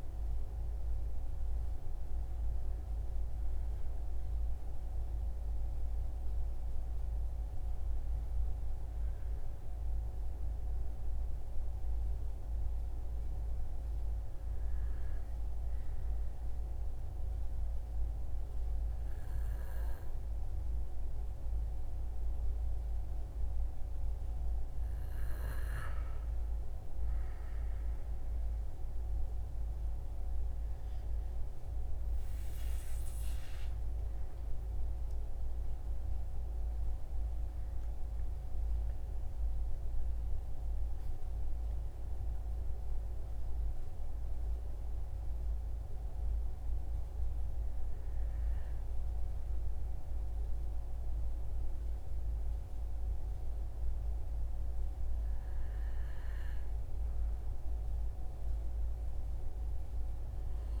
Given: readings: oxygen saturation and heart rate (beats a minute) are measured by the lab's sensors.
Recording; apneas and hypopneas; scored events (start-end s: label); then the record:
breathing in sleep, hard to hear, by a room microphone; 1
10.50-25.50 s: obstructive apnea (oxygen 96% before, 93% lowest, heart rate 61 before, 61 extreme, up 9 after)
28.00-31.50 s: arousal
From the record:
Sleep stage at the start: N2 (light sleep); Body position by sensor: on the right side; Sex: male